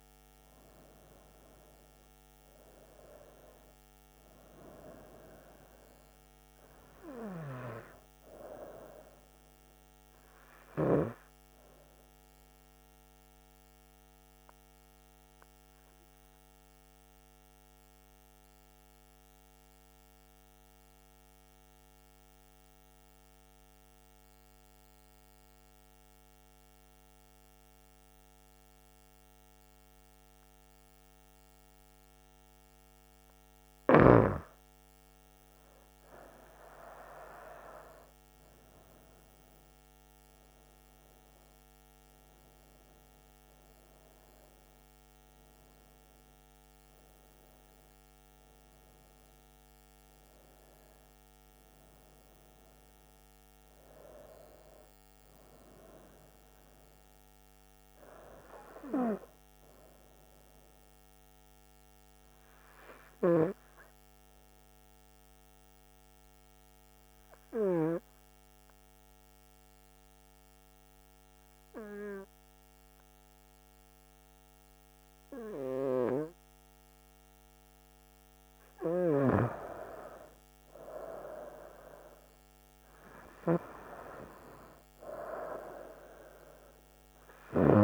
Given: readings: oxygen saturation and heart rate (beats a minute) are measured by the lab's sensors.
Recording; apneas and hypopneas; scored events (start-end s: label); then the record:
breathing in sleep by a microphone on the trachea; 2
0.00-9.50 s: oxygen desaturation (device-marked, oxygen 94% lowest, heart rate 63 extreme)
12.50-33.00 s: obstructive apnea (oxygen 97% before, 93% lowest, heart rate 69 before, 64 extreme, up 6 after)
32.50-58.50 s: oxygen desaturation (device-marked, oxygen 97% before, 93% lowest, heart rate 65 before, 63 extreme)
36.50-41.50 s: arousal
67.00-79.50 s: hypopnea (oxygen 98% before, 93% lowest, heart rate 67 before, 64 extreme, up 5 after)
81.50-85.50 s: arousal
From the record:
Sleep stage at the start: N2 (light sleep); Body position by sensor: on the front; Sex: female